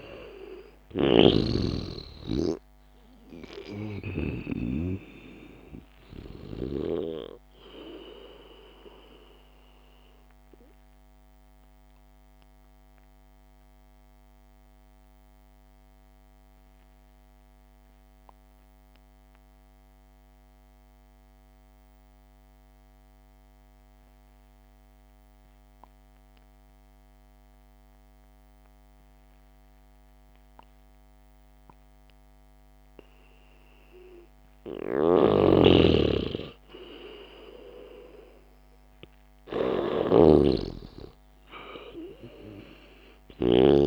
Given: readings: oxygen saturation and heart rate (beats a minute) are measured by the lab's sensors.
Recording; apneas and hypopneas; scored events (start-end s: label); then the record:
breathing in sleep by a microphone on the trachea; 1
0.00-5.00 s: snoring (device-marked)
1.00-15.00 s: oxygen desaturation (device-marked, oxygen 98% before, 93% lowest, heart rate 59 before, 54 extreme)
2.00-6.00 s: arousal
13.00-35.00 s: mixed apnea (oxygen 98% before, 92% lowest, heart rate 59 before, 52 extreme, up 1 after)
35.50-43.87 s: snoring (device-marked)
40.50-43.87 s: arousal
From the record:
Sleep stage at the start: N2 (light sleep); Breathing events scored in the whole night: 459 in 5.0 hours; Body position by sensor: on the back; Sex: male